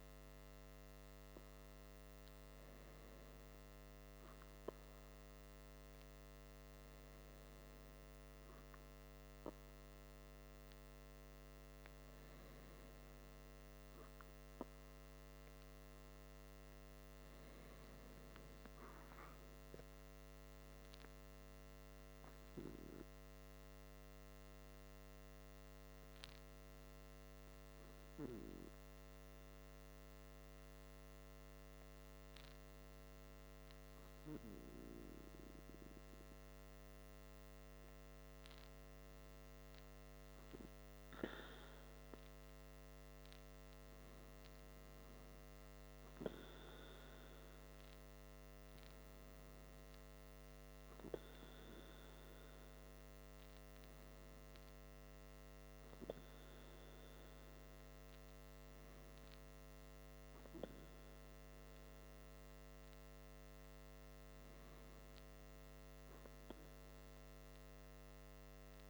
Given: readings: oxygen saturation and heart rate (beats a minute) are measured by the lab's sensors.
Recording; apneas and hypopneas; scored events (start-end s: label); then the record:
breathing in sleep, hard to hear, by a microphone on the trachea; none
21.50-68.90 s: new sleep stage, N2 (light sleep)
From the record:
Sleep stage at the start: N3 (deep sleep); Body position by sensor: on the back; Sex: male